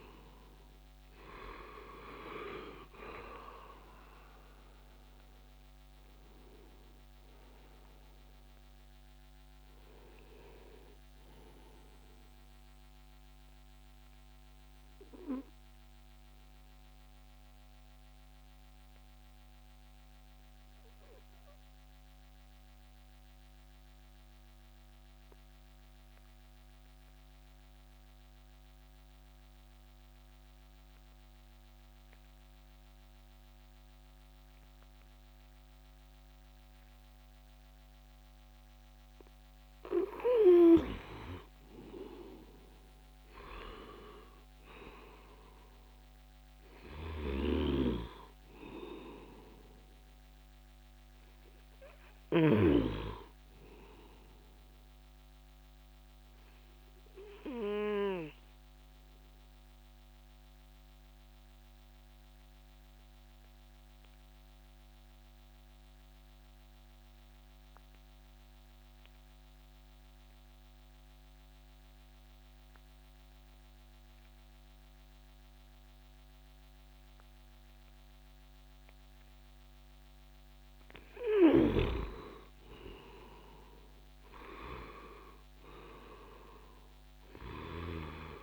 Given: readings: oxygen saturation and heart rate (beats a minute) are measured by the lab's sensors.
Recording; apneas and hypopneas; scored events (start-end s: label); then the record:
breathing in sleep by a microphone on the trachea; 2
0.00-2.00 s: arousal
12.00-29.00 s: oxygen desaturation (device-marked, oxygen 97% before, 92% lowest, heart rate 68 before, 59 extreme)
12.00-39.50 s: obstructive apnea (oxygen 98% before, 90% lowest, heart rate 68 before, 59 extreme, up 13 after)
41.50-45.50 s: arousal
44.00-70.00 s: oxygen desaturation (device-marked, oxygen 98% before, 90% lowest, heart rate 65 before, 58 extreme)
46.50-52.50 s: snoring (device-marked)
55.00-80.00 s: obstructive apnea (oxygen 99% before, 90% lowest, heart rate 66 before, 58 extreme, up 12 after)
80.50-84.50 s: arousal
82.00-88.43 s: oxygen desaturation (device-marked, oxygen 99% before, 90% lowest, heart rate 62 before, 57 extreme)
From the record:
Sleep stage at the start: N2 (light sleep); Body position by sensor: on the back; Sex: male